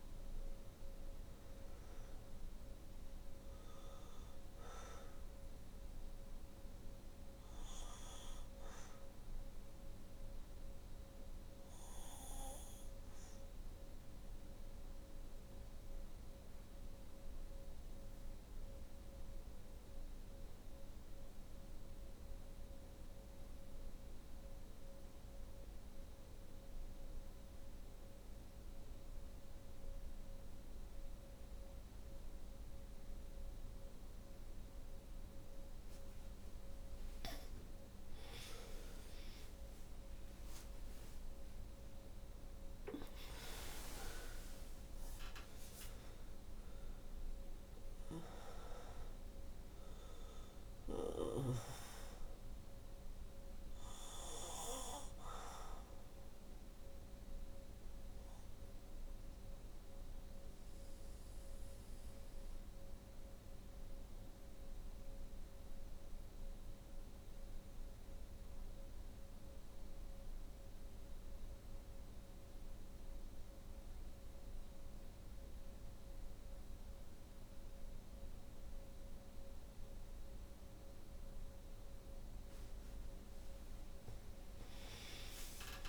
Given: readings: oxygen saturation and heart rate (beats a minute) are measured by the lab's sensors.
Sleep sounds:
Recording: breathing in sleep by a room microphone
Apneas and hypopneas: 2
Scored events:
0.00-27.00 s: oxygen desaturation (device-marked, oxygen 83% lowest, heart rate 50 extreme)
1.00-34.00 s: obstructive apnea (oxygen 97% before, 83% lowest, heart rate 72 before, 49 extreme, up 8 after)
37.00-41.50 s: arousal
42.00-77.00 s: oxygen desaturation (device-marked, oxygen 97% before, 83% lowest, heart rate 60 before, 49 extreme)
53.50-81.50 s: obstructive apnea (oxygen 98% before, 83% lowest, heart rate 63 before, 50 extreme, up 8 after)
From the record:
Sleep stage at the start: N2 (light sleep)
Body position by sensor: on the back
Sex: female

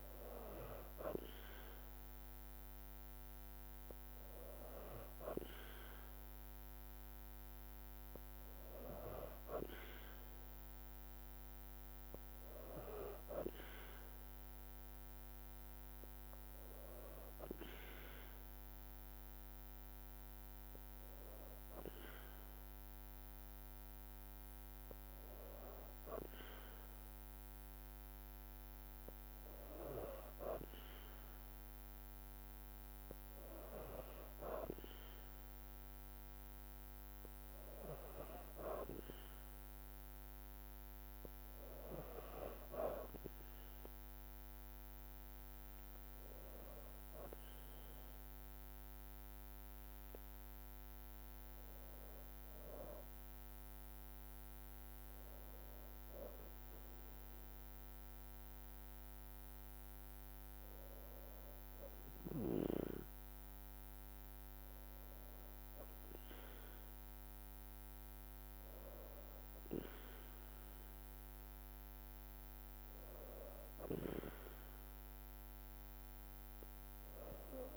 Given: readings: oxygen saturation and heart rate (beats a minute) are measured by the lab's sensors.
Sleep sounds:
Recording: breathing in sleep by a microphone on the trachea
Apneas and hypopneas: none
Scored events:
44.50-48.50 s: arousal
47.00-64.00 s: drop in pulse transit time (device-marked, heart rate 54 before, 52 extreme)
49.00-51.00 s: long interval between heartbeats (device-marked, heart rate 54 before, 62 extreme)
From the record:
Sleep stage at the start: N2 (light sleep)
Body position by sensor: on the back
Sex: female

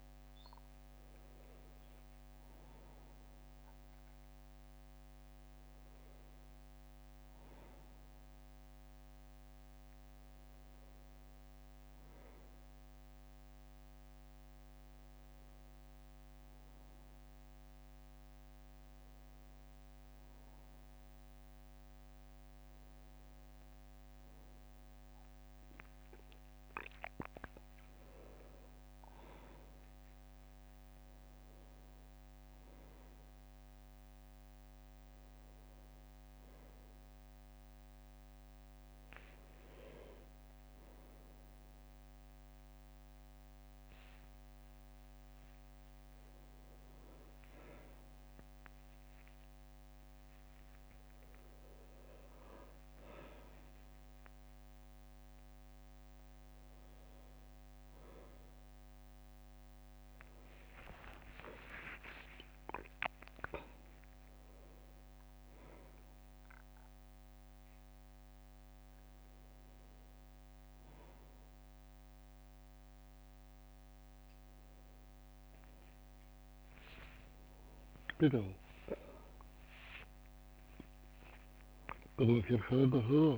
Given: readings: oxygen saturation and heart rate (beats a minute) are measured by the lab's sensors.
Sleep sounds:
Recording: a person awake in a sleep study, by a microphone on the trachea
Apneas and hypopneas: none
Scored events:
26.50-29.50 s: leg movement (device-marked)
61.00-62.50 s: leg movement (device-marked)
From the record:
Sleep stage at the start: awake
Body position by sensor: on the right side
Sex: male

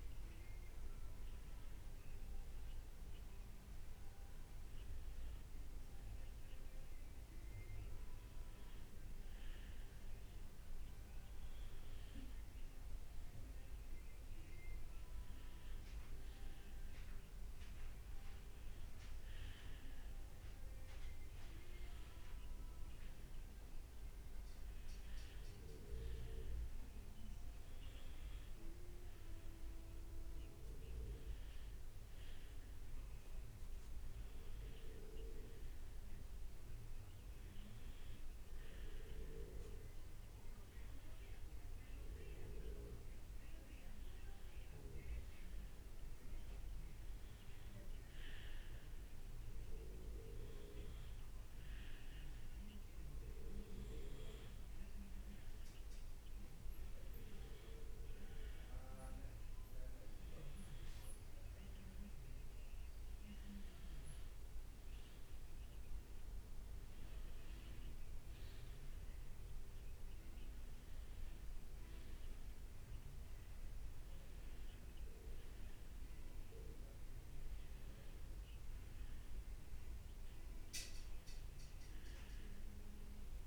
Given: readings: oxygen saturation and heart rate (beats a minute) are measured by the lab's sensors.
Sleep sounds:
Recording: breathing in sleep, hard to hear, by a room microphone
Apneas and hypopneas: none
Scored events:
67.50-72.50 s: arousal
From the record:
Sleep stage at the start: N2 (light sleep)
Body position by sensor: on the right side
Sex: male

